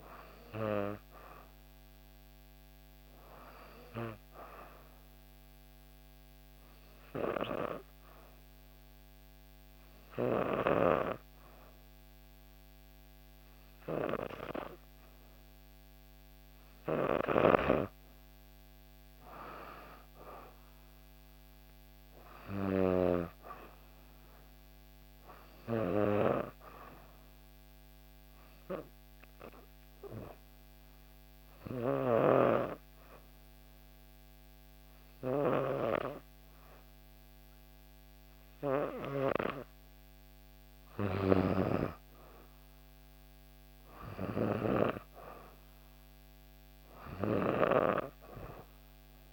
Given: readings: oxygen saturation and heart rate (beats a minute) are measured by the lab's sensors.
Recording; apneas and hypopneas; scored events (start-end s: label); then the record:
breathing in sleep by a microphone on the trachea; 2
6.00-16.50 s: obstructive apnea (oxygen 96% before, 92% lowest, heart rate 64 before, 63 extreme, up 3 after)
18.50-22.50 s: arousal
28.50-39.50 s: obstructive apnea (oxygen 96% before, 92% lowest, heart rate 65 before, 63 extreme, up 3 after)
41.00-45.00 s: arousal
47.50-49.33 s: oxygen desaturation (device-marked, oxygen 95% before, 92% lowest, heart rate 64 before, 63 extreme)
From the record:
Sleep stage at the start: N2 (light sleep); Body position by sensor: on the back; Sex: female